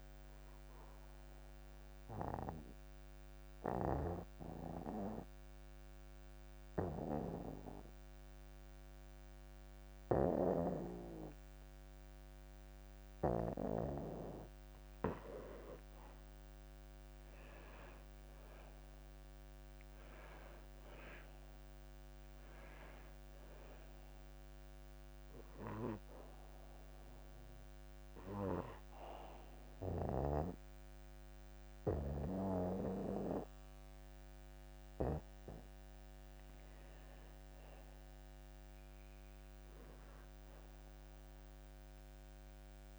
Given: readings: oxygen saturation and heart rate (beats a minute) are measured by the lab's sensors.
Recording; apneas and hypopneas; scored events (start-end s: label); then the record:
breathing in sleep by a microphone on the trachea; 2
0.00-2.50 s: oxygen desaturation (device-marked, oxygen 85% lowest)
1.50-15.00 s: obstructive apnea (oxygen 95% before, 88% lowest)
18.00-22.00 s: arousal
22.50-42.99 s: oxygen desaturation (device-marked, oxygen 97% before, 89% lowest)
25.50-36.00 s: obstructive apnea (oxygen 98% before, 83% lowest)
37.50-41.00 s: arousal
From the record:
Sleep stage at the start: N2 (light sleep); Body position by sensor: on the back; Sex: male